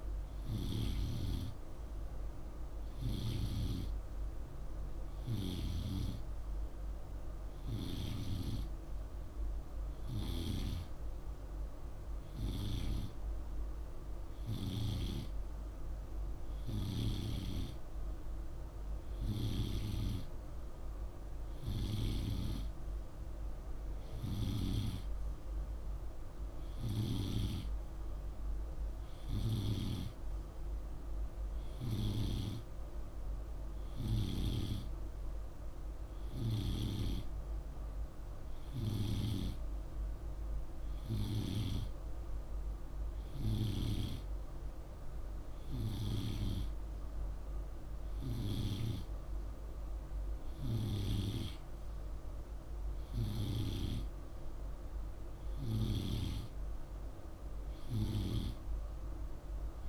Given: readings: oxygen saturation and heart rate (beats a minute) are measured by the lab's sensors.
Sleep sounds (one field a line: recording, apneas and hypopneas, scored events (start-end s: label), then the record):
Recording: breathing in sleep by a room microphone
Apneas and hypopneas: none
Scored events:
none scored
From the record:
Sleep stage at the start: N2 (light sleep)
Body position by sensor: on the right side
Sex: male